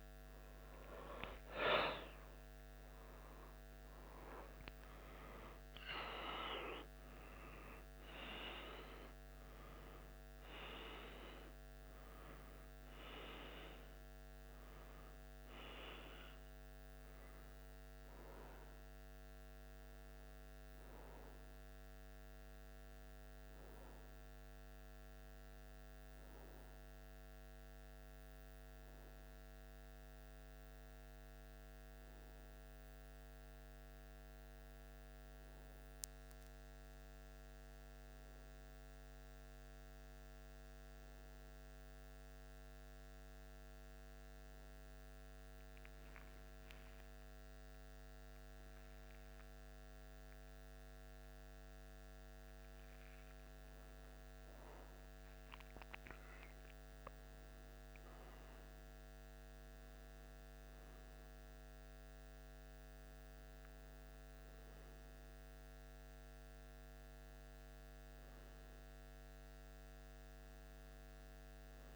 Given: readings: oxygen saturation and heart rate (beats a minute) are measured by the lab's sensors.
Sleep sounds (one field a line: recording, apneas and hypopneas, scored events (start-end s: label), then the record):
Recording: breathing in sleep by a microphone on the trachea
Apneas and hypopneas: 1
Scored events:
0.00-2.50 s: arousal
27.00-52.00 s: hypopnea (oxygen 92% before, 87% lowest, heart rate 78 before, 73 extreme, up 1 after)
42.00-60.00 s: oxygen desaturation (device-marked, oxygen 95% before, 87% lowest, heart rate 77 before, 75 extreme)
53.50-58.00 s: arousal
From the record:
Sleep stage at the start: N1 (lightest sleep)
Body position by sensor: on the back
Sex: male